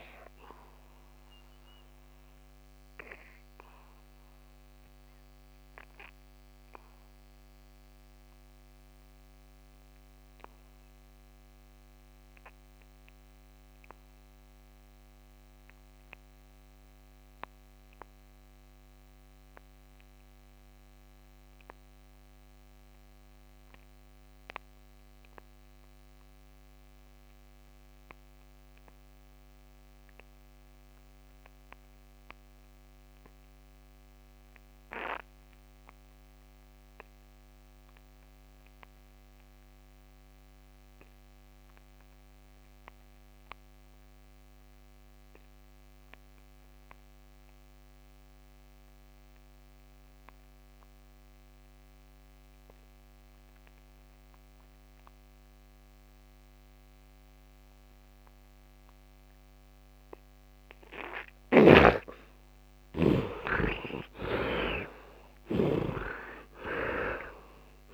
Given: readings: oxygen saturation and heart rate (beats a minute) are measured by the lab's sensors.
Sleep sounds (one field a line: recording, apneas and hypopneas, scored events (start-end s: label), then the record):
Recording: breathing in sleep by a microphone on the trachea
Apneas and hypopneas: 1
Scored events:
0.00-11.00 s: oxygen desaturation (device-marked, oxygen 60% lowest, heart rate 71 extreme)
1.00-59.50 s: obstructive apnea (heart rate 81 before, 63 extreme, up 19 after)
13.00-67.94 s: oxygen desaturation (device-marked, heart rate 75 before, 63 extreme)
62.50-66.00 s: arousal
From the record:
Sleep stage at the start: N2 (light sleep)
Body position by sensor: on the back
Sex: male